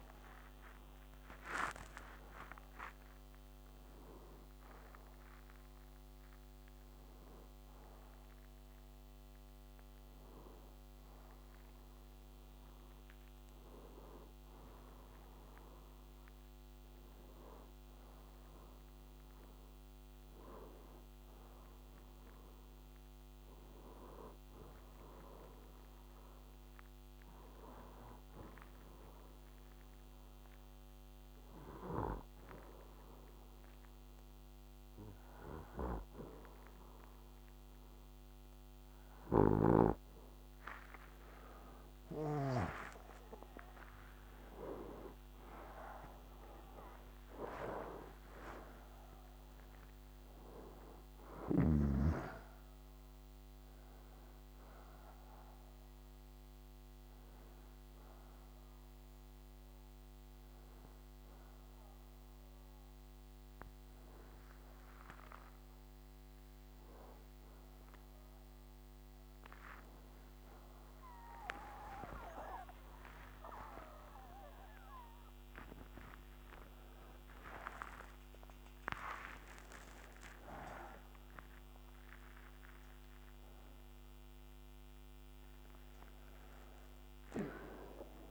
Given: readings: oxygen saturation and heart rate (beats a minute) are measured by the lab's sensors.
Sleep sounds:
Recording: a person partly awake in a sleep study, by a microphone on the trachea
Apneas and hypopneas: 1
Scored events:
7.50-67.50 s: new sleep stage, N1 (lightest sleep)
26.00-41.00 s: hypopnea (oxygen 94% before, 90% lowest, heart rate 72 before, 62 extreme, up 35 after)
43.50-49.00 s: arousal
57.50-67.50 s: oxygen desaturation (device-marked, oxygen 93% before, 90% lowest, heart rate 74 before, 62 extreme)
67.50-88.31 s: new sleep stage, awake
From the record:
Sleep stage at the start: awake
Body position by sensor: on the right side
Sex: male

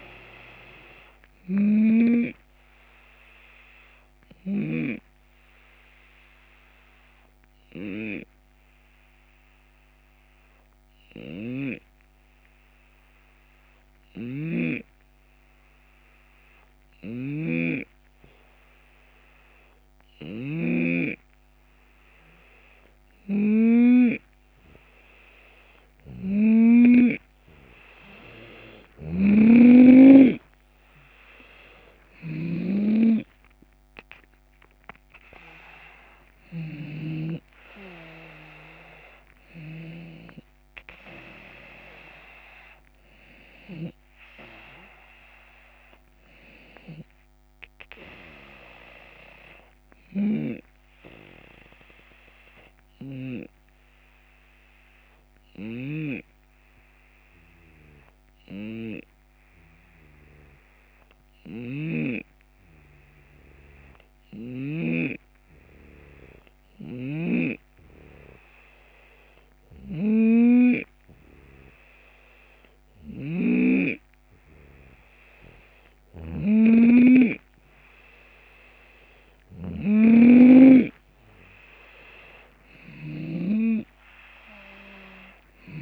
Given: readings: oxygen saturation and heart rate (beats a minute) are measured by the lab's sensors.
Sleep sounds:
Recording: breathing in sleep by a microphone on the trachea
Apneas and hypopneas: 2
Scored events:
0.00-4.50 s: snoring (device-marked)
4.50-24.50 s: hypopnea (oxygen 91% before, 88% lowest)
7.00-9.00 s: long interval between heartbeats (device-marked, heart rate 72 before, 77 extreme)
12.00-22.00 s: drop in pulse transit time (device-marked, heart rate 73 before, 36 extreme)
13.50-26.00 s: snoring (device-marked)
14.00-16.00 s: tachycardia (device-marked, heart rate 70 before, 54 extreme)
15.00-17.00 s: long interval between heartbeats (device-marked, heart rate 70 before, 54 extreme)
18.00-20.00 s: long interval between heartbeats (device-marked, heart rate 68 before, 100 extreme)
21.50-23.50 s: long interval between heartbeats (device-marked, heart rate 69 before, 97 extreme)
23.50-25.50 s: long interval between heartbeats (device-marked, heart rate 72 before, 79 extreme)
26.50-28.50 s: long interval between heartbeats (device-marked, heart rate 75 before, 65 extreme)
28.00-39.50 s: snoring (device-marked)
29.00-31.00 s: long interval between heartbeats (device-marked, heart rate 73 before, 67 extreme)
30.50-34.00 s: arousal
31.00-54.00 s: oxygen desaturation (device-marked, oxygen 93% before, 88% lowest, heart rate 72 before, 28 extreme)
36.00-38.00 s: long interval between heartbeats (device-marked, heart rate 74 before, 26 extreme)
39.50-41.50 s: long interval between heartbeats (device-marked, heart rate 65 before, 51 extreme)
48.00-61.00 s: drop in pulse transit time (device-marked, heart rate 57 before, 39 extreme)
48.50-50.50 s: long interval between heartbeats (device-marked, heart rate 57 before, 39 extreme)
51.00-75.00 s: hypopnea (oxygen 93% before, 86% lowest, heart rate 55 before, 37 extreme, up 27 after)
55.00-64.50 s: snoring (device-marked)
57.00-59.00 s: long interval between heartbeats (device-marked, heart rate 64 before, 98 extreme)
59.50-61.50 s: long interval between heartbeats (device-marked, heart rate 70 before, 98 extreme)
64.00-66.00 s: long interval between heartbeats (device-marked, heart rate 72 before, 48 extreme)
67.50-69.50 s: long interval between heartbeats (device-marked, heart rate 71 before, 52 extreme)
69.00-83.00 s: snoring (device-marked)
72.00-81.00 s: drop in pulse transit time (device-marked, heart rate 73 before, 40 extreme)
73.00-75.00 s: long interval between heartbeats (device-marked, heart rate 73 before, 72 extreme)
73.00-85.82 s: oxygen desaturation (device-marked, oxygen 93% before, 88% lowest, heart rate 73 before, 40 extreme)
79.50-82.00 s: arousal
80.50-82.50 s: long interval between heartbeats (device-marked, heart rate 65 before, 45 extreme)
84.50-85.82 s: long interval between heartbeats (device-marked, heart rate 58 before, 66 extreme)
From the record:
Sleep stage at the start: N2 (light sleep)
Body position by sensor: on the left side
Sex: male

